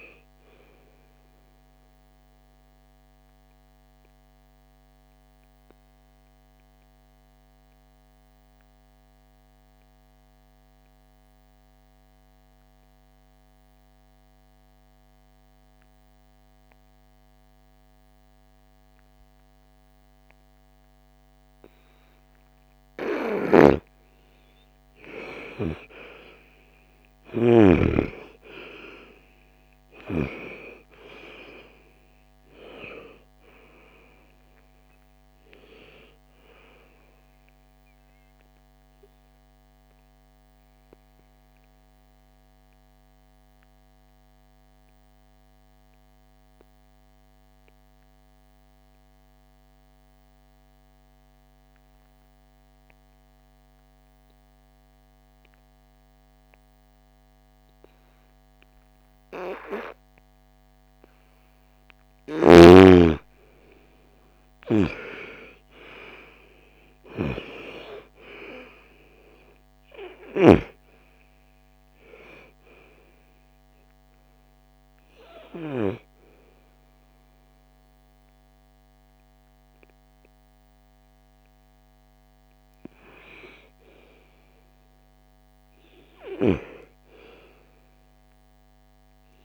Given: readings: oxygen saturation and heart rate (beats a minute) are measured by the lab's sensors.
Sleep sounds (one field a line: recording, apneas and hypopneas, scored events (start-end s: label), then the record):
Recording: breathing in sleep by a microphone on the trachea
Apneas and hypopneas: 3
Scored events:
0.00-7.50 s: oxygen desaturation (device-marked, oxygen 89% lowest, heart rate 52 extreme)
4.00-22.00 s: obstructive apnea (oxygen 99% before, 84% lowest, heart rate 62 before, 52 extreme, up 4 after)
19.50-42.50 s: oxygen desaturation (device-marked, oxygen 99% before, 85% lowest, heart rate 59 before, 52 extreme)
23.00-27.50 s: snoring (device-marked)
25.00-30.00 s: arousal
39.00-62.00 s: obstructive apnea (oxygen 99% before, 84% lowest, heart rate 63 before, 49 extreme, up 5 after)
56.50-81.50 s: oxygen desaturation (device-marked, oxygen 98% before, 84% lowest, heart rate 60 before, 49 extreme)
63.00-66.50 s: arousal
73.00-83.50 s: hypopnea (oxygen 98% before, 84% lowest, heart rate 56 before, 54 extreme, up 7 after)
85.00-89.00 s: arousal
From the record:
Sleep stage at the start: N2 (light sleep)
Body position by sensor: on the right side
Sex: female